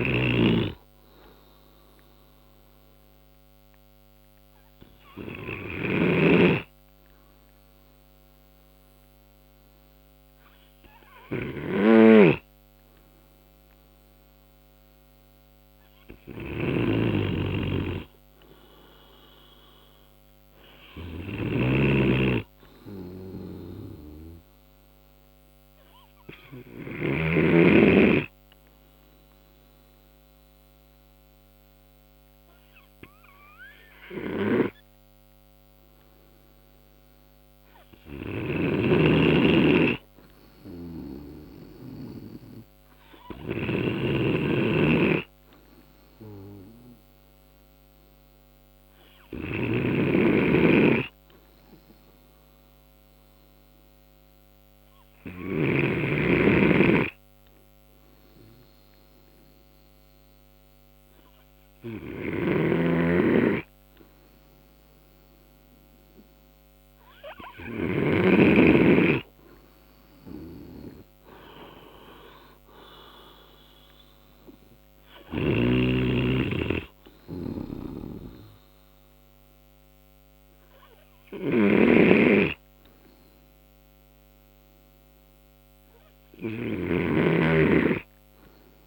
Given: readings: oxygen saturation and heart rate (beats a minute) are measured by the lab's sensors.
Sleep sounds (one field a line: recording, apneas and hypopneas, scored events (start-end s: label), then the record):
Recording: breathing in sleep by a microphone on the trachea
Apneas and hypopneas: none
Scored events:
22.00-28.00 s: snoring (device-marked)
39.00-45.00 s: snoring (device-marked)
51.00-57.00 s: snoring (device-marked)
63.00-69.00 s: snoring (device-marked)
87.50-88.87 s: snoring (device-marked)
From the record:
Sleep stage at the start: N2 (light sleep)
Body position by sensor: on the right side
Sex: male